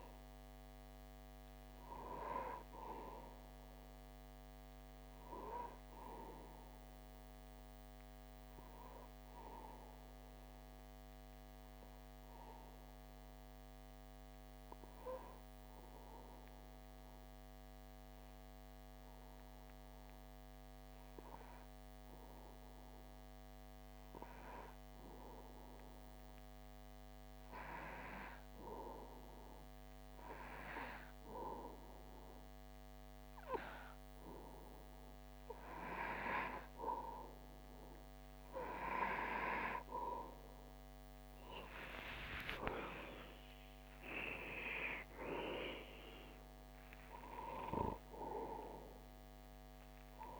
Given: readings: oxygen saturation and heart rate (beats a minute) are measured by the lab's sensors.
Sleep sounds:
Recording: breathing in sleep by a microphone on the trachea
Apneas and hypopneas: 1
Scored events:
7.50-24.50 s: obstructive apnea (oxygen 95% before, 91% lowest)
30.50-50.40 s: oxygen desaturation (device-marked, oxygen 95% before, 91% lowest)
40.50-44.00 s: arousal
From the record:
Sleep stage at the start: N2 (light sleep)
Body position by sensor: on the back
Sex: male

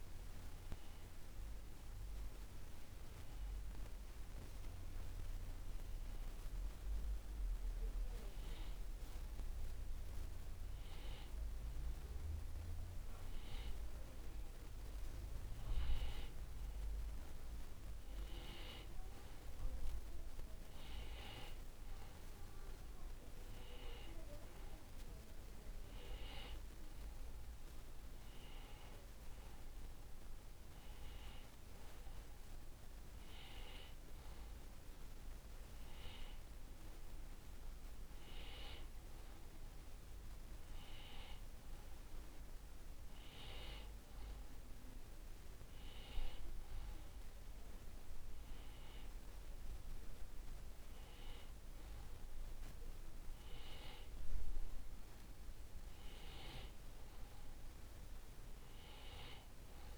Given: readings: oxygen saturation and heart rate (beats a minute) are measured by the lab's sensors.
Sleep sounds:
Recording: breathing in sleep by a room microphone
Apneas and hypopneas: none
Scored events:
none scored
From the record:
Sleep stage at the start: N2 (light sleep)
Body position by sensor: on the back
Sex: male

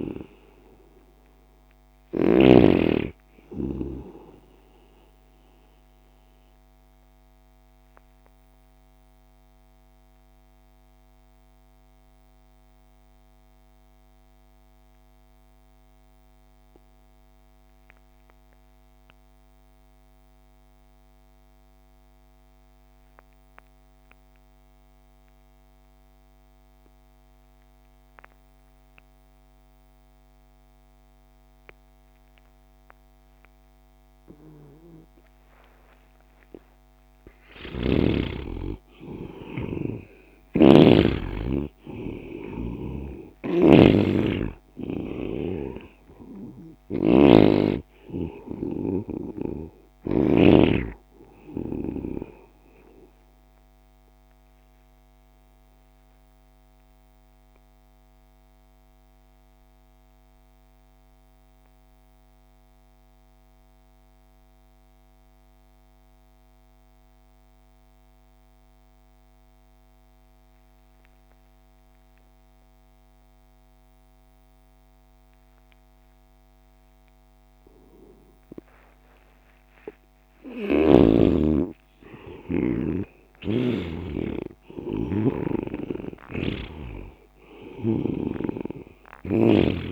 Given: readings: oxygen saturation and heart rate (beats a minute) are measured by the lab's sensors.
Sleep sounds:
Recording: breathing in sleep by a microphone on the trachea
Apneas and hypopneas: 2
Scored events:
0.00-18.50 s: oxygen desaturation (device-marked, oxygen 78% lowest)
6.00-34.50 s: mixed apnea (oxygen 96% before, 78% lowest)
35.50-45.50 s: oxygen desaturation (device-marked, oxygen 99% before, 93% lowest)
37.00-42.50 s: arousal
37.50-50.50 s: snoring (device-marked)
51.50-68.50 s: oxygen desaturation (device-marked, oxygen 94% before, 83% lowest)
52.50-80.50 s: mixed apnea (oxygen 99% before, 83% lowest)
79.50-89.92 s: oxygen desaturation (device-marked, oxygen 99% before, 87% lowest)
80.50-89.92 s: snoring (device-marked)
81.00-84.50 s: arousal
From the record:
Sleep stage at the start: N2 (light sleep)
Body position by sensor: on the right side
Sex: male

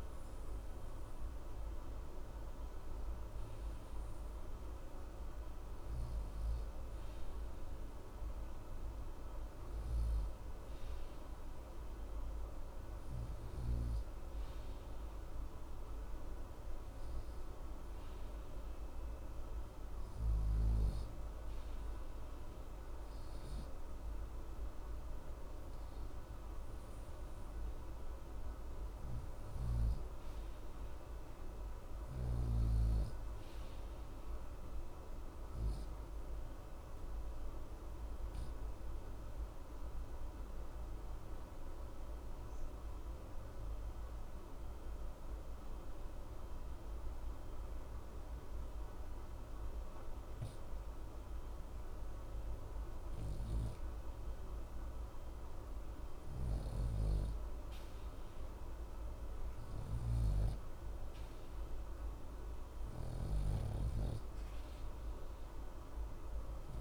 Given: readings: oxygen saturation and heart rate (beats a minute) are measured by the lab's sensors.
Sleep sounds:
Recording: breathing in sleep, hard to hear, by a room microphone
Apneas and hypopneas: 1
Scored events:
26.50-30.00 s: arousal
35.00-54.50 s: obstructive apnea (oxygen 95% before, 89% lowest, heart rate 60 before, 60 extreme, up 2 after)
53.00-66.81 s: new sleep stage, REM sleep
56.00-63.00 s: snoring (device-marked)
57.50-62.50 s: arousal
From the record:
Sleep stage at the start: N2 (light sleep)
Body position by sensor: on the right side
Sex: male

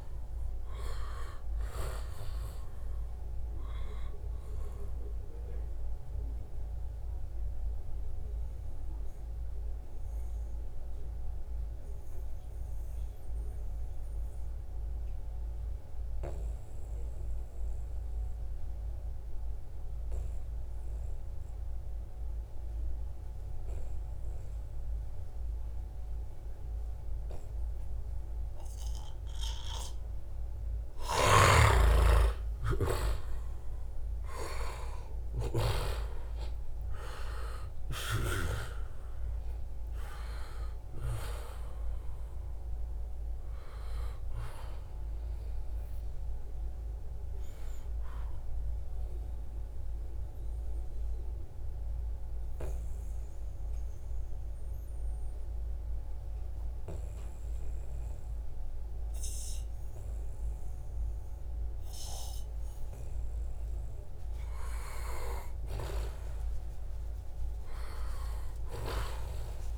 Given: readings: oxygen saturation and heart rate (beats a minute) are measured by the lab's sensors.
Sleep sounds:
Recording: breathing in sleep by a room microphone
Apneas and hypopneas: 2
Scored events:
0.00-18.00 s: oxygen desaturation (device-marked, oxygen 93% before, 89% lowest, heart rate 76 before, 68 extreme)
7.00-29.50 s: obstructive apnea (oxygen 94% before, 87% lowest, heart rate 78 before, 68 extreme, up 4 after)
30.00-54.00 s: oxygen desaturation (device-marked, oxygen 96% before, 87% lowest, heart rate 73 before, 71 extreme)
30.50-35.50 s: snoring (device-marked)
31.50-36.50 s: arousal
43.50-45.50 s: long interval between heartbeats (device-marked, heart rate 72 before, 90 extreme)
48.00-62.50 s: obstructive apnea (oxygen 96% before, 87% lowest, heart rate 77 before, 72 extreme, up 3 after)
64.00-68.00 s: arousal
From the record:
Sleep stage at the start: N2 (light sleep)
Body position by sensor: on the back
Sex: male

